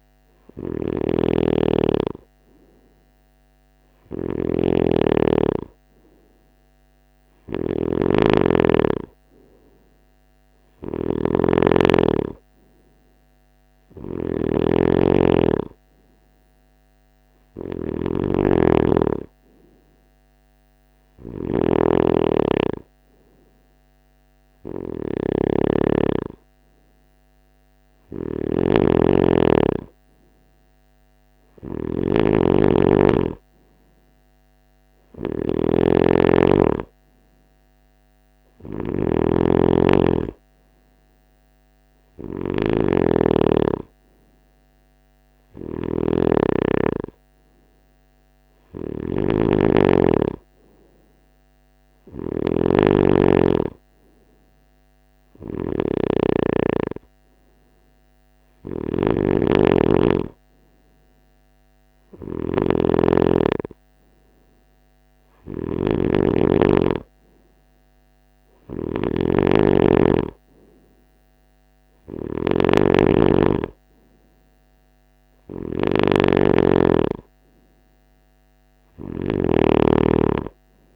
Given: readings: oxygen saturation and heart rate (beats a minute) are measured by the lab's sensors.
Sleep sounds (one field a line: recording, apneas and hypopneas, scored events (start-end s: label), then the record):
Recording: breathing in sleep by a microphone on the trachea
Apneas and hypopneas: none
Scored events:
0.00-80.96 s: snoring (device-marked)
From the record:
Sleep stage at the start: N3 (deep sleep)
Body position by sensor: on the right side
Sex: male